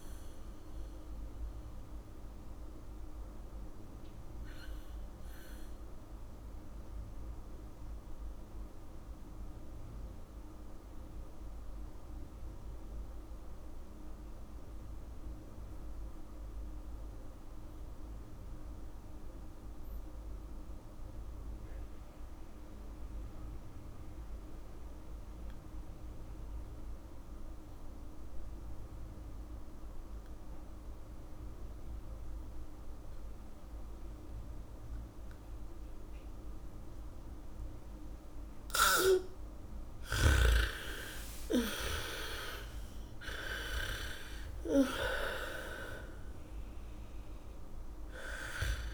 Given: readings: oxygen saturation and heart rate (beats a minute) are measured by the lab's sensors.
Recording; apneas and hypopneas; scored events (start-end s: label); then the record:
breathing in sleep by a room microphone; 1
0.00-21.00 s: oxygen desaturation (device-marked, oxygen 75% lowest, heart rate 55 extreme)
3.00-37.50 s: mixed apnea (oxygen 100% before, 70% lowest, heart rate 64 before, 49 extreme, up 8 after)
26.00-48.93 s: oxygen desaturation (device-marked, oxygen 99% before, 70% lowest, heart rate 75 before, 47 extreme)
29.00-37.00 s: bradycardia (device-marked, heart rate 70 before, 56 extreme)
40.00-43.50 s: arousal
42.00-45.00 s: bradycardia (device-marked, heart rate 70 before, 58 extreme)
From the record:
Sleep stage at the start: N2 (light sleep); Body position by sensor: on the back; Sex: female